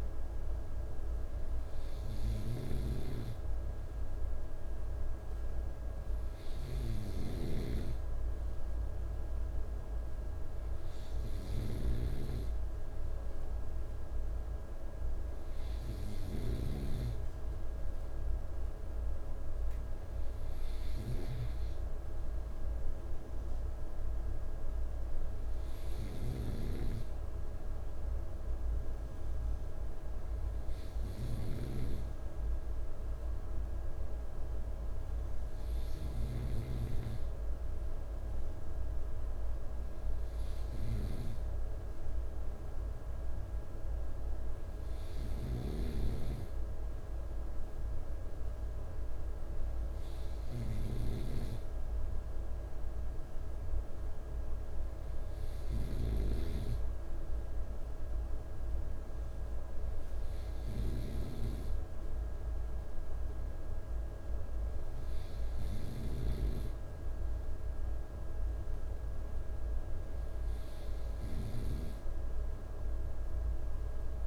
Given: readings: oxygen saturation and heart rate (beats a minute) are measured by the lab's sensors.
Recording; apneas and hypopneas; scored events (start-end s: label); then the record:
breathing in sleep by a room microphone; none
0.00-16.50 s: snoring (device-marked)
From the record:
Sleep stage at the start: N2 (light sleep); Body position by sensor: on the right side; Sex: male